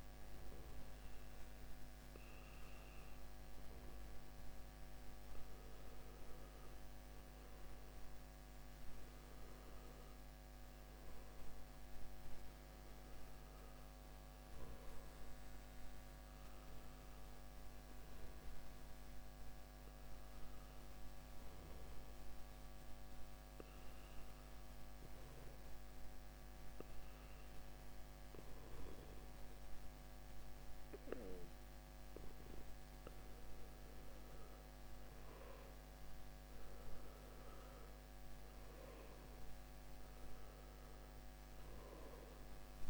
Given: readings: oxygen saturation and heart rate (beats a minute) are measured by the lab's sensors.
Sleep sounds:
breathing in sleep, hard to hear, by a microphone on the trachea; 1
9.50-13.50 s: arousal
21.00-32.00 s: hypopnea (oxygen 91% before, 87% lowest, heart rate 67 before, 64 extreme, up 6 after)
34.00-38.00 s: arousal
From the record:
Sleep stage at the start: N2 (light sleep); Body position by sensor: on the back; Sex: male

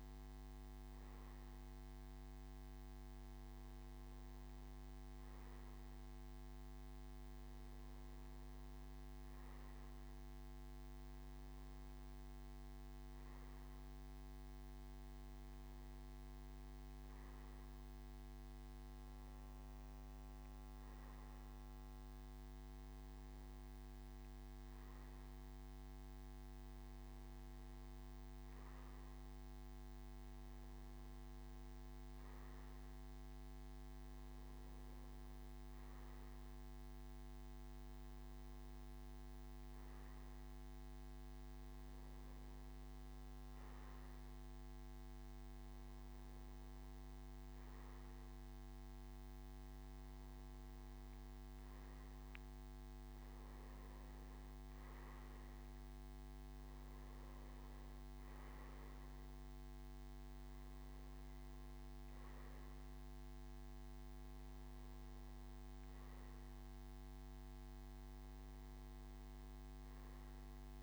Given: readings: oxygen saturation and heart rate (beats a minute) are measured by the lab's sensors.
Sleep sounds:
breathing in sleep, hard to hear, by a microphone on the trachea; none
none scored
From the record:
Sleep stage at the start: N3 (deep sleep); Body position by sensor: on the back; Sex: male

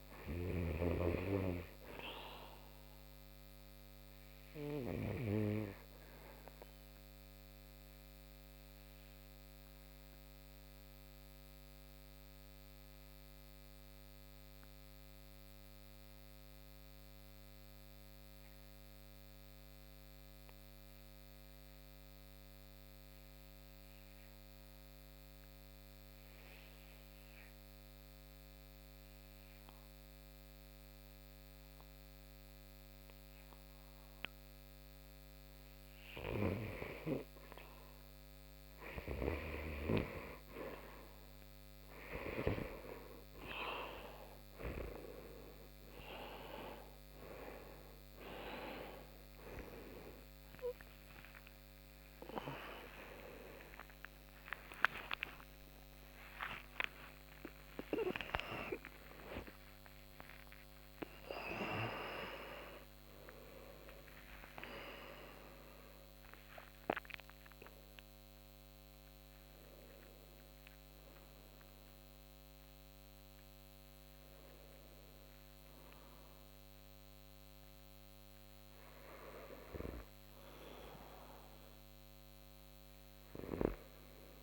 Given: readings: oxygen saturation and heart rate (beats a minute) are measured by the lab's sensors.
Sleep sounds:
breathing in sleep by a microphone on the trachea; 1
5.50-37.50 s: mixed apnea (oxygen 94% before, 74% lowest)
6.50-21.50 s: oxygen desaturation (device-marked, oxygen 94% before, 87% lowest)
34.50-83.50 s: oxygen desaturation (device-marked, oxygen 95% before, 74% lowest)
41.50-46.00 s: arousal
49.50-79.50 s: new sleep stage, N1 (lightest sleep)
51.00-57.00 s: arousal
79.50-84.43 s: new sleep stage, N2 (light sleep)
From the record:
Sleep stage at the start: REM sleep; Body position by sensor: on the right side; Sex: male

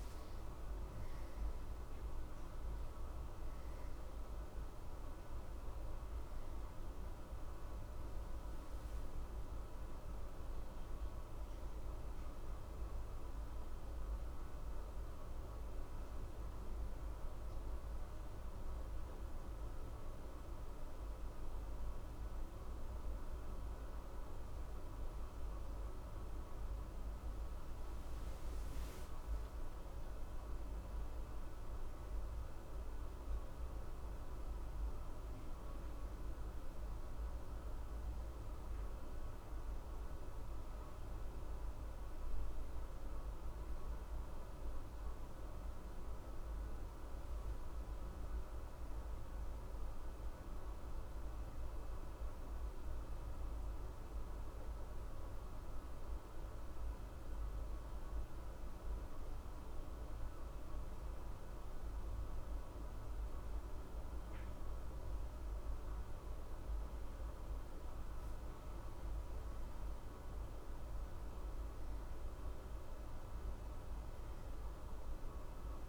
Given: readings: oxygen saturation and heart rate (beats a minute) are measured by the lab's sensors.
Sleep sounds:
breathing in sleep, hard to hear, by a room microphone; none
0.00-1.00 s: arousal
From the record:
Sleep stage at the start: N1 (lightest sleep); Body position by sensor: on the back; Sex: male

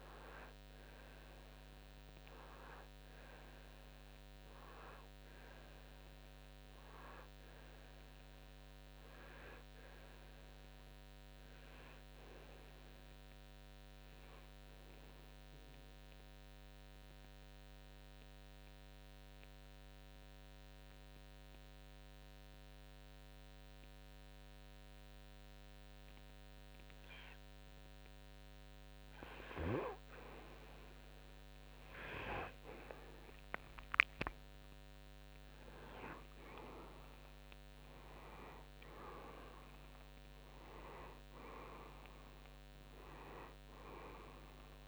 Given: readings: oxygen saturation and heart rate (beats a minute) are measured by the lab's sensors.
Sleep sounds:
breathing in sleep by a microphone on the trachea; 1
15.00-29.50 s: obstructive apnea (oxygen 97% before, 92% lowest, heart rate 63 before, 56 extreme, up 8 after)
18.00-34.00 s: oxygen desaturation (device-marked, oxygen 96% before, 92% lowest, heart rate 62 before, 56 extreme)
33.00-36.50 s: arousal
From the record:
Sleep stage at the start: N2 (light sleep); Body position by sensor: on the back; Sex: male

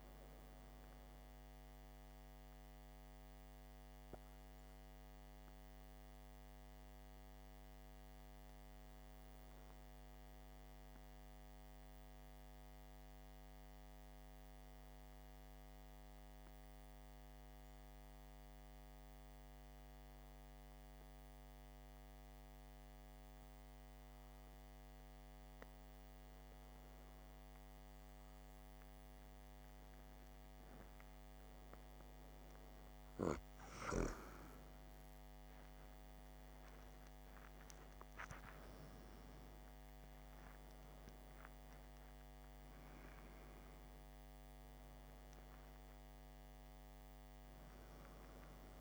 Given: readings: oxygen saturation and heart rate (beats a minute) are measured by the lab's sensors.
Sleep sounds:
breathing in sleep, hard to hear, by a microphone on the trachea; 1
11.00-30.50 s: obstructive apnea (oxygen 97% before, 91% lowest, heart rate 55 before, 50 extreme, up 13 after)
29.00-48.81 s: oxygen desaturation (device-marked, oxygen 96% before, 92% lowest, heart rate 53 before, 52 extreme)
35.50-40.50 s: arousal
From the record:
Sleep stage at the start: N2 (light sleep); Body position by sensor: on the back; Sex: male

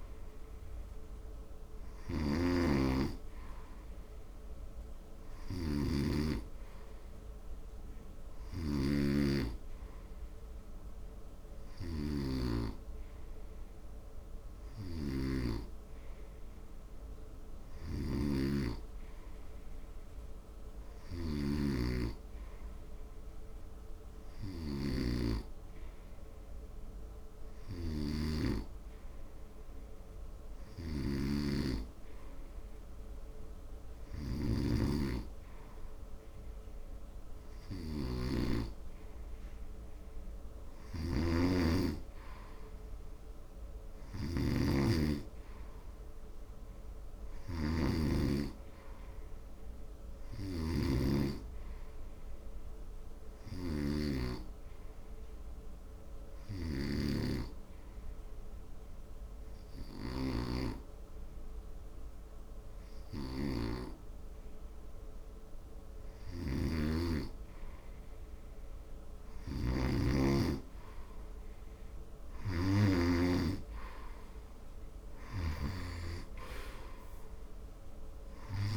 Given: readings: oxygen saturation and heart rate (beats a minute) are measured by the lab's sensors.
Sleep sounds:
breathing in sleep by a room microphone; 1
56.50-67.50 s: hypopnea (oxygen 92% before, 90% lowest, heart rate 73 before, 70 extreme, up 3 after)
71.50-75.50 s: arousal
From the record:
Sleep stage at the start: N2 (light sleep); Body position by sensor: on the front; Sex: male

